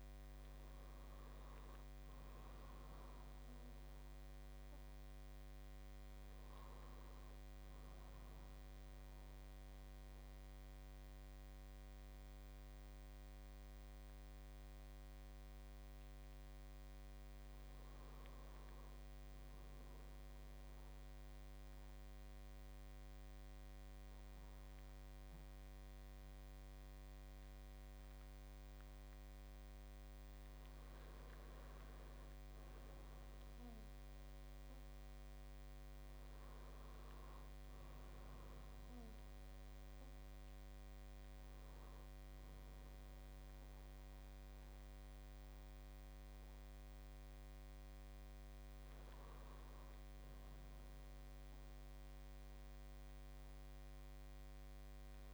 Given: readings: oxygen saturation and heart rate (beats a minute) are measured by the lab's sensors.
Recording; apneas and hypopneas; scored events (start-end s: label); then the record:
breathing in sleep, hard to hear, by a microphone on the trachea; none
none scored
From the record:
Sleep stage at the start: N2 (light sleep); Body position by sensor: on the back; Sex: male